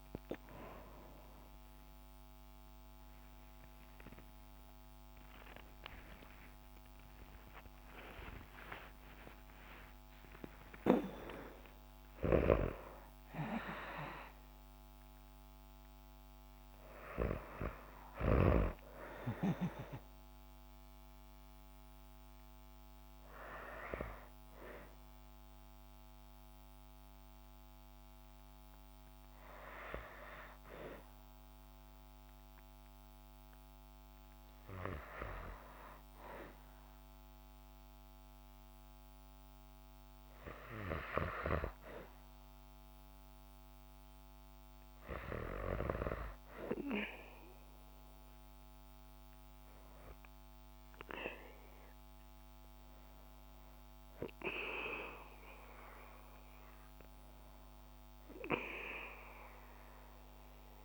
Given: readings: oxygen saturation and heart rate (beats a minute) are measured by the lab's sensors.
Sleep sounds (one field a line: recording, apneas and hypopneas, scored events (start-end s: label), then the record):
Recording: breathing in sleep by a microphone on the trachea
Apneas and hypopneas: none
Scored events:
5.00-10.50 s: arousal
12.00-17.00 s: oxygen desaturation (device-marked, oxygen 96% before, 92% lowest, heart rate 74 before, 55 extreme)
54.00-57.50 s: arousal
From the record:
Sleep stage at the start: N2 (light sleep)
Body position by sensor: on the back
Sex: female